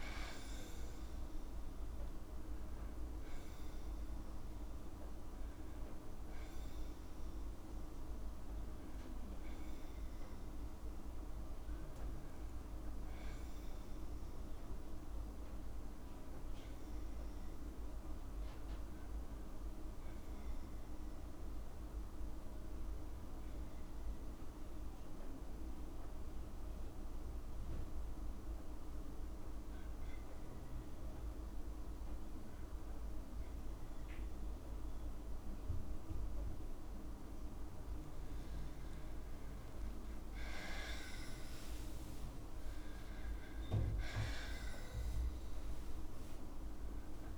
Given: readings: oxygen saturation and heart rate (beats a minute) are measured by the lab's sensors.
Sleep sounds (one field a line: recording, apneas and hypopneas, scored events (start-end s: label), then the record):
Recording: breathing in sleep, hard to hear, by a room microphone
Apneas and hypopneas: 1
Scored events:
12.50-26.00 s: hypopnea (oxygen 96% before, 94% lowest, heart rate 62 before, 58 extreme, up 1 after)
38.00-41.50 s: arousal
From the record:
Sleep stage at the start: N2 (light sleep)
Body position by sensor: on the back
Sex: female